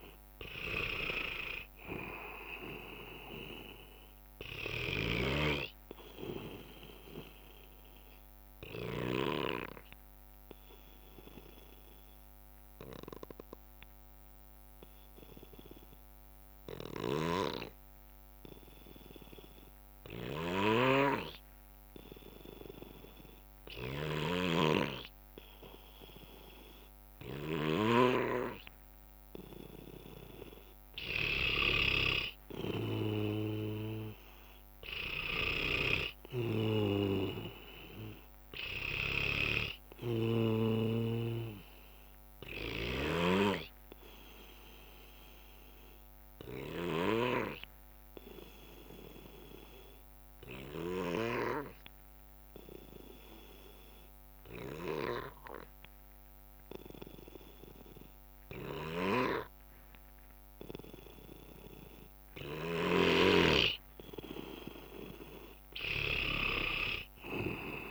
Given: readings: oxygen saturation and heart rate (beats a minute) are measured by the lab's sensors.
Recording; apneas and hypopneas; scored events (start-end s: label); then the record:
breathing in sleep by a microphone on the trachea; 2
0.00-16.50 s: oxygen desaturation (device-marked, oxygen 93% lowest, heart rate 61 extreme)
11.00-29.50 s: obstructive apnea (oxygen 97% before, 92% lowest, heart rate 67 before, 62 extreme, up 3 after)
17.00-51.00 s: snoring (device-marked)
30.50-51.50 s: oxygen desaturation (device-marked, oxygen 97% before, 92% lowest, heart rate 64 before, 61 extreme)
32.50-35.50 s: arousal
45.50-62.00 s: obstructive apnea (oxygen 98% before, 92% lowest, heart rate 66 before, 57 extreme, up 6 after)
63.50-67.91 s: oxygen desaturation (device-marked, oxygen 97% before, 92% lowest, heart rate 64 before, 57 extreme)
From the record:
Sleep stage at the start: N2 (light sleep); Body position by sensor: on the back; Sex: male